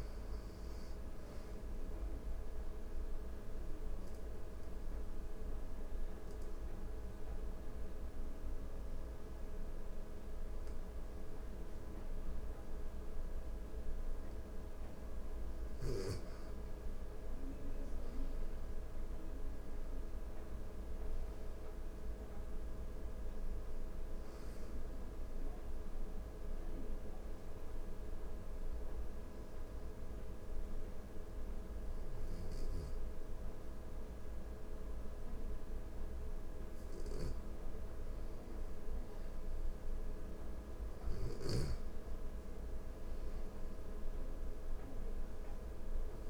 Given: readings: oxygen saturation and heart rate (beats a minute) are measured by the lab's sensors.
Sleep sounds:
breathing in sleep, hard to hear, by a room microphone; 2
0.00-14.00 s: oxygen desaturation (device-marked, oxygen 96% before, 89% lowest, heart rate 79 before, 77 extreme)
2.50-14.00 s: obstructive apnea (oxygen 96% before, 85% lowest, heart rate 79 before, 77 extreme, up 0 after)
16.00-19.00 s: arousal
24.00-42.00 s: oxygen desaturation (device-marked, oxygen 96% before, 85% lowest, heart rate 80 before, 79 extreme)
25.00-37.00 s: obstructive apnea (oxygen 96% before, 85% lowest, heart rate 80 before, 79 extreme, up 0 after)
39.50-43.00 s: arousal
From the record:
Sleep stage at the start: N2 (light sleep); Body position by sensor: on the back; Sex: female

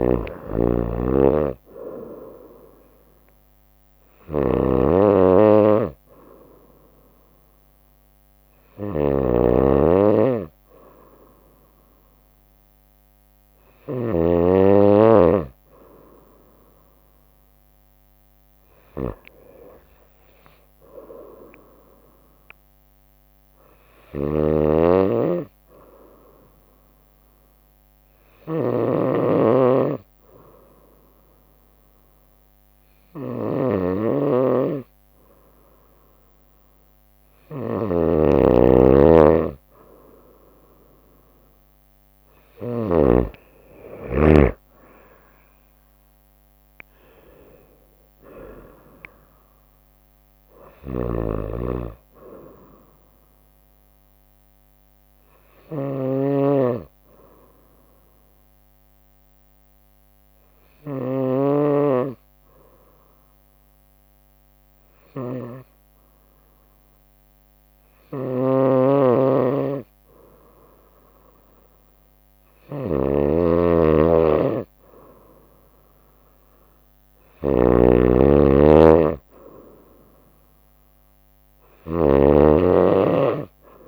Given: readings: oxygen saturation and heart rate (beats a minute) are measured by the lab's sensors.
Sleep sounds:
breathing in sleep by a microphone on the trachea; 2
0.00-14.50 s: snoring (device-marked)
23.00-38.00 s: obstructive apnea (oxygen 95% before, 94% lowest, heart rate 65 before, 60 extreme, up 2 after)
24.00-43.00 s: snoring (device-marked)
40.00-43.00 s: arousal
44.00-57.00 s: drop in pulse transit time (device-marked, heart rate 65 before, 61 extreme)
50.50-83.88 s: snoring (device-marked)
54.50-73.00 s: obstructive apnea (oxygen 96% before, 94% lowest, heart rate 66 before, 60 extreme, up 2 after)
76.00-79.50 s: arousal
From the record:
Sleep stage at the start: N2 (light sleep); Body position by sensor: on the right side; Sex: female

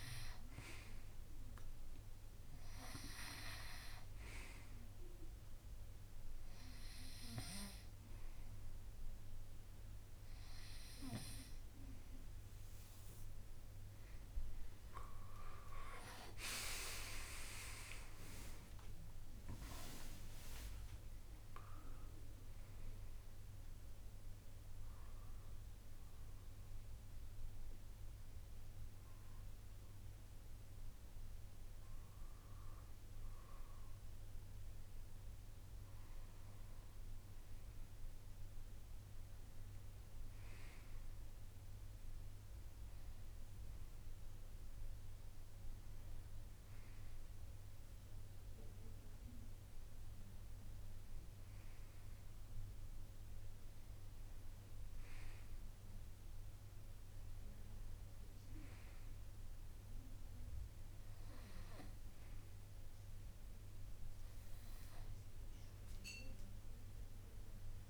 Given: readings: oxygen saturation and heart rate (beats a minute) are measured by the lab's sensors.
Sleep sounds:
breathing in sleep by a room microphone; 1
0.00-9.50 s: oxygen desaturation (device-marked, oxygen 89% lowest, heart rate 50 extreme)
18.00-22.00 s: arousal
27.00-38.50 s: hypopnea (oxygen 92% before, 90% lowest, heart rate 114 before, 69 extreme, up 31 after)
41.00-44.50 s: arousal
From the record:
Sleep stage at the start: N2 (light sleep); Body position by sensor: on the right side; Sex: male

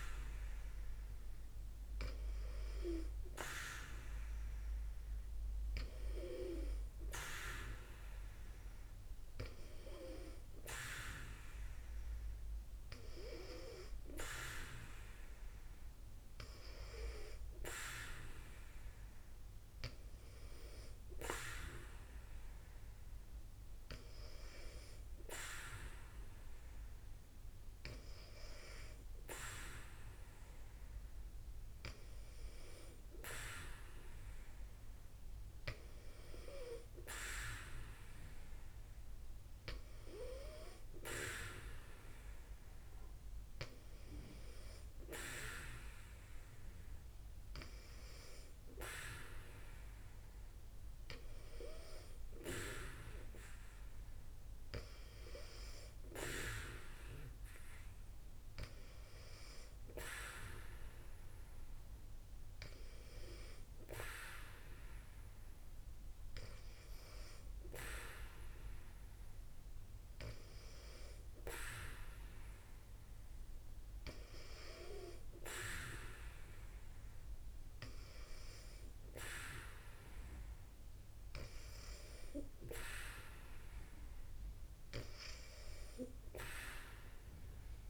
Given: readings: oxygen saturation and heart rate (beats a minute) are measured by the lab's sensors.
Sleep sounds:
breathing in sleep by a room microphone; none
none scored
From the record:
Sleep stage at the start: N2 (light sleep); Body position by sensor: on the back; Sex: female

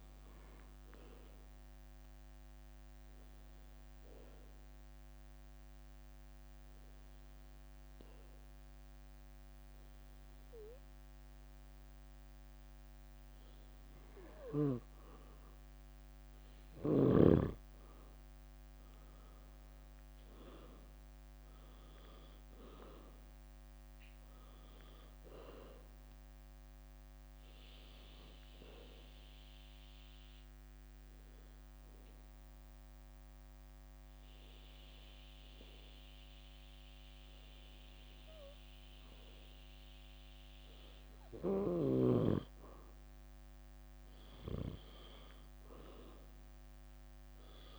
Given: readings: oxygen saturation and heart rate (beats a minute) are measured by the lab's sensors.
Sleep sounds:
breathing in sleep by a microphone on the trachea; 2
0.00-15.00 s: oxygen desaturation (device-marked, oxygen 89% lowest, heart rate 59 extreme)
1.50-12.50 s: hypopnea (oxygen 96% before, 89% lowest, heart rate 71 before, 59 extreme, up 12 after)
8.50-11.50 s: leg movement (device-marked)
14.50-22.00 s: leg movement (device-marked)
18.50-22.00 s: arousal
23.50-32.50 s: leg movement (device-marked)
25.00-42.00 s: oxygen desaturation (device-marked, oxygen 95% before, 90% lowest, heart rate 69 before, 59 extreme)
27.00-38.00 s: hypopnea (oxygen 95% before, 89% lowest, heart rate 70 before, 59 extreme, up 13 after)
42.00-44.50 s: arousal
From the record:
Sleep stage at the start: N2 (light sleep); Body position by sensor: on the back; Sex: female

